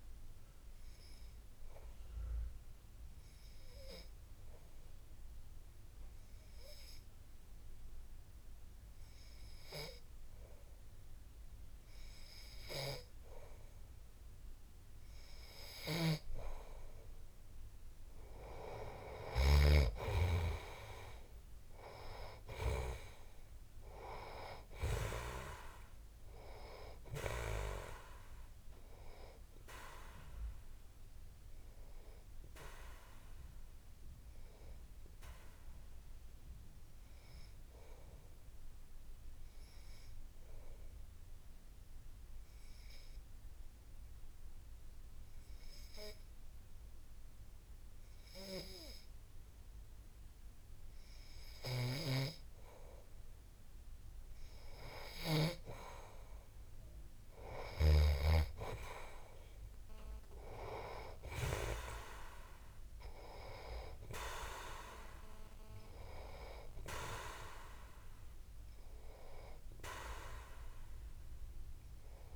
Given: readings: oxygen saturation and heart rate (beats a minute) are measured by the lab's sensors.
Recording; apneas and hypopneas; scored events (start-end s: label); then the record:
breathing in sleep by a room microphone; 2
0.50-14.00 s: obstructive apnea (oxygen 95% before, 92% lowest)
15.50-20.00 s: snoring (device-marked)
22.50-26.50 s: arousal
36.00-53.50 s: obstructive apnea (oxygen 95% before, 92% lowest)
55.50-59.00 s: arousal
63.50-70.50 s: oxygen desaturation (device-marked, oxygen 97% before, 92% lowest)
From the record:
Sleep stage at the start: N2 (light sleep); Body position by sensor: on the back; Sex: male